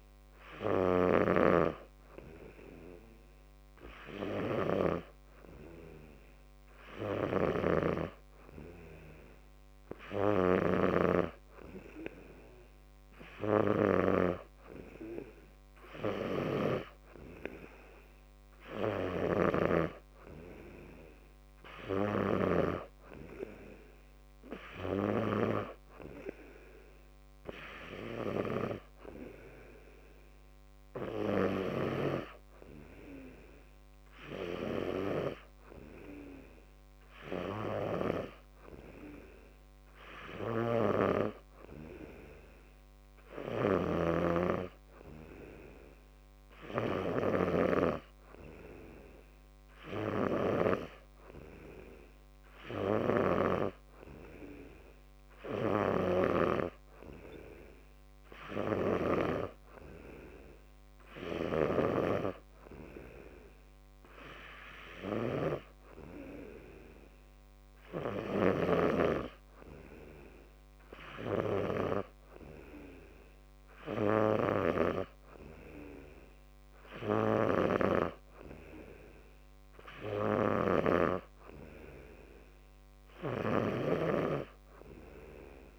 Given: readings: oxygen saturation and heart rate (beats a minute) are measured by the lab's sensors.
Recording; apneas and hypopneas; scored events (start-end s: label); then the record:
breathing in sleep by a microphone on the trachea; none
none scored
From the record:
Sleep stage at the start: N2 (light sleep); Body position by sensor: on the back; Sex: male